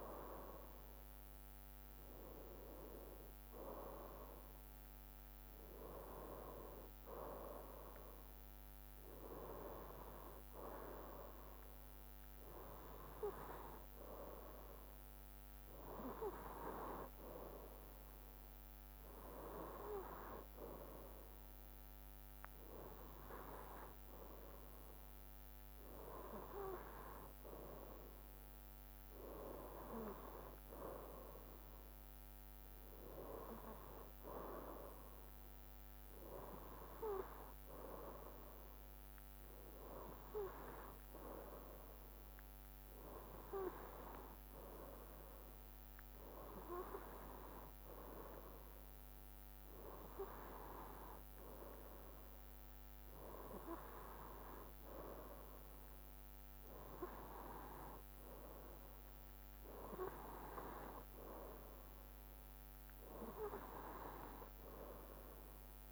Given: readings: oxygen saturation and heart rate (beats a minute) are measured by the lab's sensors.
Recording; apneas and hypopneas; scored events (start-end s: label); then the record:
breathing in sleep by a microphone on the trachea; none
none scored
From the record:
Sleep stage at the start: N2 (light sleep); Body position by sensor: on the right side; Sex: male